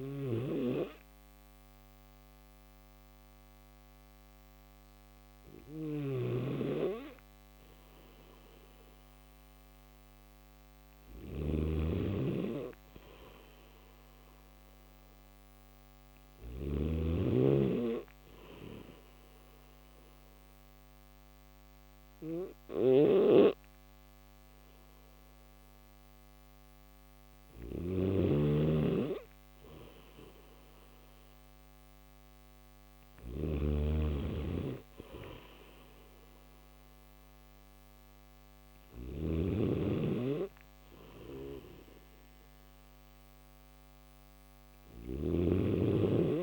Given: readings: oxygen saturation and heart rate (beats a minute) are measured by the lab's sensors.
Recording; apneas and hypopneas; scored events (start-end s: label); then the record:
breathing in sleep by a microphone on the trachea; none
0.00-16.50 s: snoring (device-marked)
22.50-46.43 s: snoring (device-marked)
From the record:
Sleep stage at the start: N1 (lightest sleep); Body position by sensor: on the back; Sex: male